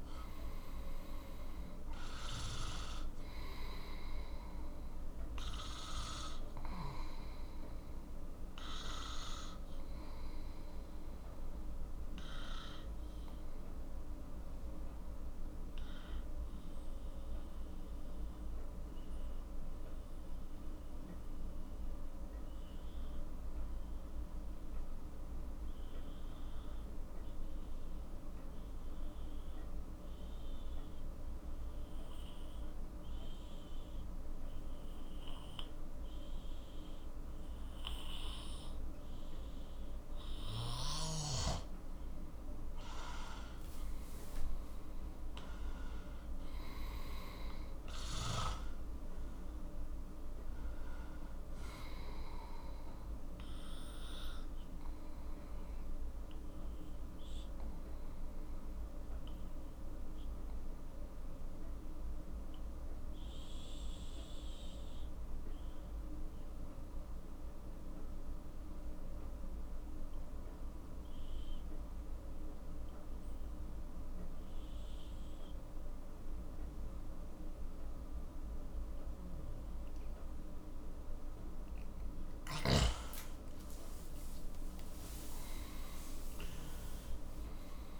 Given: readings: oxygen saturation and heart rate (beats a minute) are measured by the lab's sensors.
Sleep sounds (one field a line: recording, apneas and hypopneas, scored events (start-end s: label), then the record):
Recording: breathing in sleep by a room microphone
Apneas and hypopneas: 2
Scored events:
0.00-23.00 s: oxygen desaturation (device-marked, oxygen 90% lowest, heart rate 40 extreme)
7.00-40.50 s: obstructive apnea (oxygen 98% before, 90% lowest, heart rate 52 before, 38 extreme, up 9 after)
39.00-70.00 s: oxygen desaturation (device-marked, oxygen 97% before, 91% lowest, heart rate 46 before, 38 extreme)
42.00-47.00 s: arousal
53.00-81.50 s: obstructive apnea (oxygen 98% before, 91% lowest, heart rate 52 before, 38 extreme, up 25 after)
83.00-88.00 s: arousal
From the record:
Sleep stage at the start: N2 (light sleep)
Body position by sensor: on the left side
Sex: male